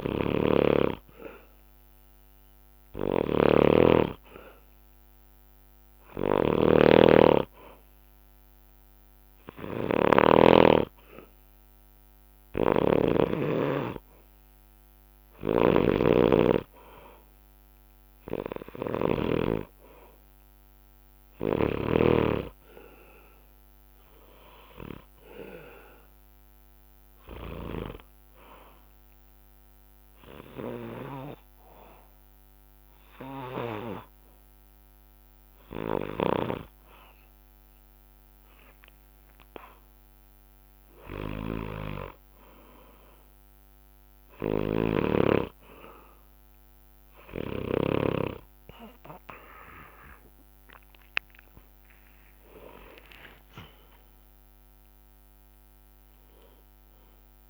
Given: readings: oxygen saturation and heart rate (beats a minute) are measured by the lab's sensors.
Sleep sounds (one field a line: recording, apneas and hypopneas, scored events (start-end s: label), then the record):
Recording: breathing in sleep by a microphone on the trachea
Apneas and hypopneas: 2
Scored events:
0.00-10.00 s: snoring (device-marked)
1.00-12.50 s: hypopnea (oxygen 97% before, 94% lowest, heart rate 65 before, 61 extreme, up 12 after)
12.00-19.00 s: snoring (device-marked)
15.00-18.00 s: arousal
29.00-39.00 s: hypopnea (oxygen 96% before, 94% lowest, heart rate 68 before, 62 extreme, up 12 after)
37.50-43.50 s: drop in pulse transit time (device-marked, heart rate 65 before, 65 extreme)
44.00-47.50 s: snoring (device-marked)
48.50-52.50 s: arousal
50.50-57.50 s: drop in pulse transit time (device-marked, heart rate 67 before, 63 extreme)
From the record:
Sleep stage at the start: N2 (light sleep)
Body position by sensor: on the back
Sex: male